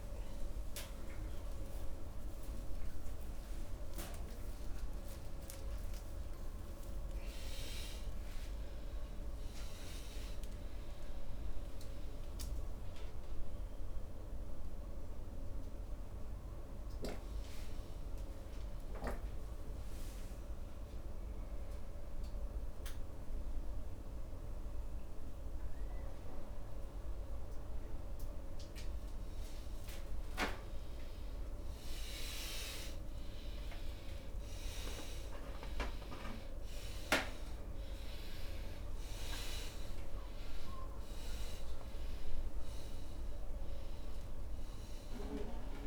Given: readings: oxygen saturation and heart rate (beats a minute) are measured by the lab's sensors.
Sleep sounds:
a person awake in a sleep study, by a room microphone; none
15.00-20.00 s: oxygen desaturation (device-marked, oxygen 97% before, 93% lowest, heart rate 91 before, 85 extreme)
From the record:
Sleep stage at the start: awake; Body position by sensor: on the left side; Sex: male

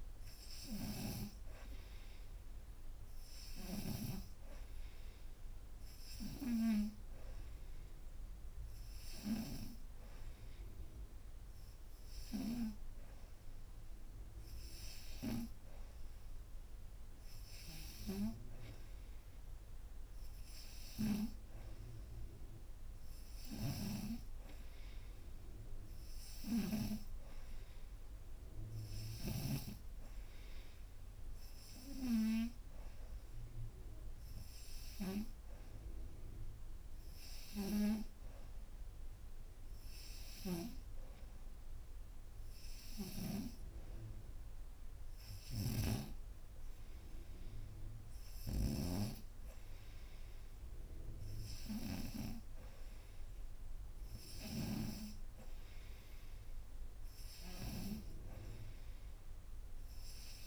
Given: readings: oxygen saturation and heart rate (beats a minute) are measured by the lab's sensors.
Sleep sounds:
breathing in sleep by a room microphone; none
0.00-13.00 s: oxygen desaturation (device-marked, oxygen 97% before, 89% lowest)
45.00-48.50 s: snoring (device-marked)
From the record:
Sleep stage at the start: N2 (light sleep); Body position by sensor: upright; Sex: female

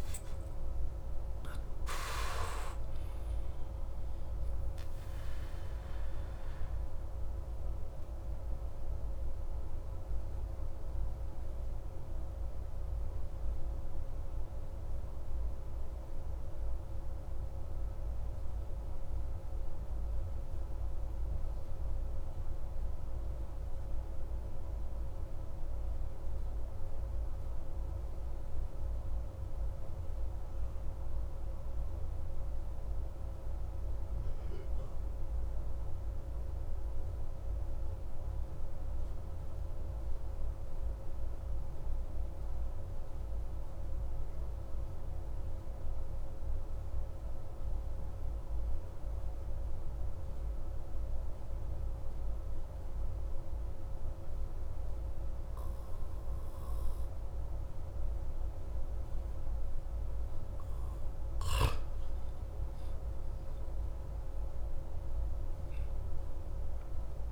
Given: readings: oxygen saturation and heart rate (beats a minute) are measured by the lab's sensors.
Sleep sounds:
breathing in sleep, hard to hear, by a room microphone; 1
6.50-60.00 s: obstructive apnea (oxygen 97% before, 90% lowest)
62.50-67.32 s: oxygen desaturation (device-marked, oxygen 96% before, 90% lowest)
63.00-67.32 s: arousal
From the record:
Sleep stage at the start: N2 (light sleep); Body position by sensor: on the back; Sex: male

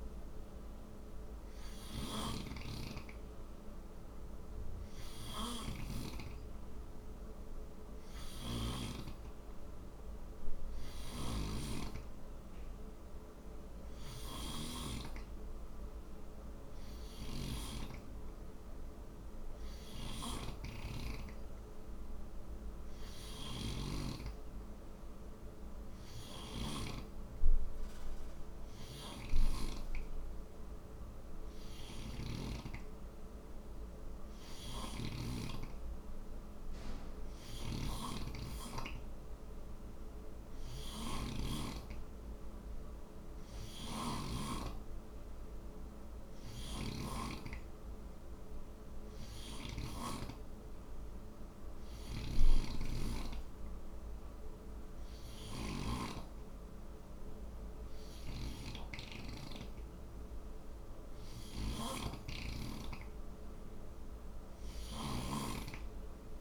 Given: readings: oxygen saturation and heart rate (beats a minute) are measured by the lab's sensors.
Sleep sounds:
breathing in sleep by a room microphone; none
0.00-8.50 s: snoring (device-marked)
10.50-17.50 s: snoring (device-marked)
19.50-26.50 s: snoring (device-marked)
28.50-32.00 s: snoring (device-marked)
34.00-44.00 s: snoring (device-marked)
46.00-49.50 s: snoring (device-marked)
51.50-65.00 s: snoring (device-marked)
From the record:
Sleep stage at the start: N3 (deep sleep); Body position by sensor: on the right side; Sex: male

